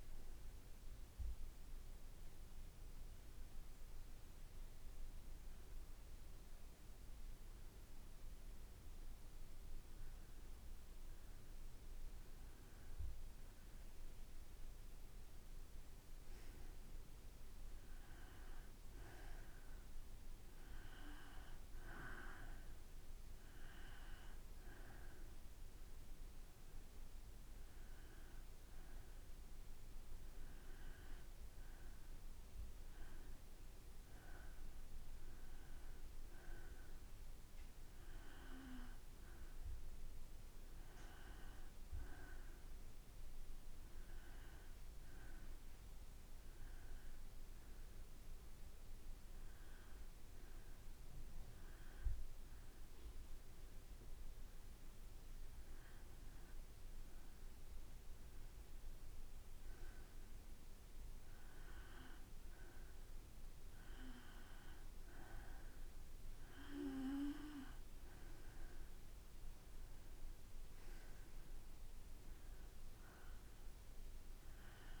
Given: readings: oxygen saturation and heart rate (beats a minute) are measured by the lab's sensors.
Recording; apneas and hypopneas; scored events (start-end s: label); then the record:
breathing in sleep by a room microphone; 2
0.00-5.50 s: oxygen desaturation (device-marked, oxygen 92% lowest, heart rate 57 extreme)
1.50-14.00 s: hypopnea (oxygen 96% before, 91% lowest, heart rate 58 before, 57 extreme, up 3 after)
15.50-18.50 s: arousal
46.50-57.00 s: hypopnea (oxygen 94% before, 91% lowest, heart rate 58 before, 57 extreme, up 3 after)
59.00-63.50 s: arousal
64.50-75.00 s: oxygen desaturation (device-marked, oxygen 94% before, 91% lowest, heart rate 58 before, 56 extreme)
From the record:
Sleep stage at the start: N2 (light sleep); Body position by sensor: on the back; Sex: male